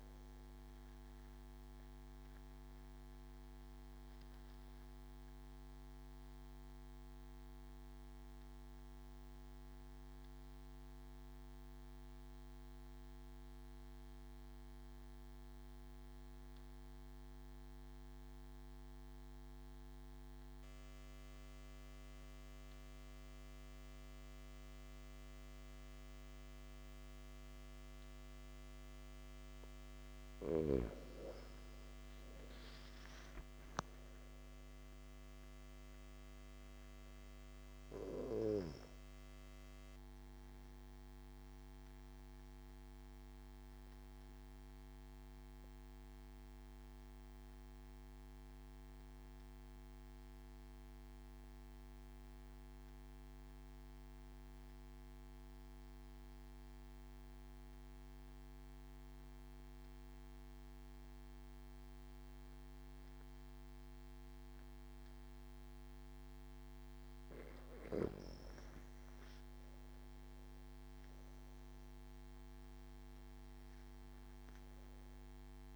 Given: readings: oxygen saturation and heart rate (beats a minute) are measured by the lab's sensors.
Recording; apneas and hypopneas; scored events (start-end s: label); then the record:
breathing in sleep, hard to hear, by a microphone on the trachea; 2
0.00-15.00 s: oxygen desaturation (device-marked, oxygen 94% lowest)
2.00-28.00 s: obstructive apnea (oxygen 98% before, 93% lowest)
30.00-34.00 s: arousal
32.00-49.00 s: oxygen desaturation (device-marked, oxygen 97% before, 93% lowest)
42.50-66.00 s: obstructive apnea (oxygen 98% before, 93% lowest)
69.00-72.50 s: arousal
From the record:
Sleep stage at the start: N2 (light sleep); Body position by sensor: on the back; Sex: male